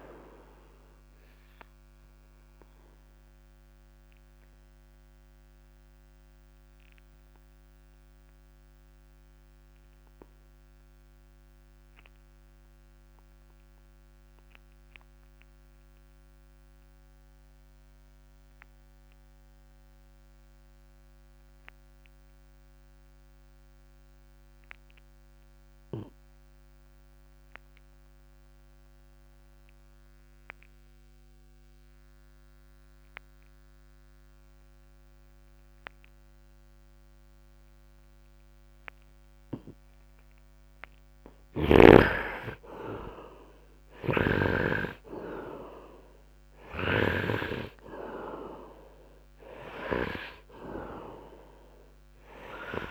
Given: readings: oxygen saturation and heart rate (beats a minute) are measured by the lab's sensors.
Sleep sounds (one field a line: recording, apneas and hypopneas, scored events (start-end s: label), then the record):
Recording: breathing in sleep by a microphone on the trachea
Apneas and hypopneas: 1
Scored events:
1.50-40.00 s: obstructive apnea (oxygen 97% before, 65% lowest, heart rate 60 before, 47 extreme, up 8 after)
2.50-26.50 s: oxygen desaturation (device-marked, oxygen 86% before, 71% lowest, heart rate 60 before, 47 extreme)
28.50-49.50 s: oxygen desaturation (device-marked, oxygen 96% before, 76% lowest, heart rate 70 before, 47 extreme)
42.00-47.00 s: arousal
44.00-47.50 s: snoring (device-marked)
From the record:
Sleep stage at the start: N2 (light sleep)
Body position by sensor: upright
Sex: male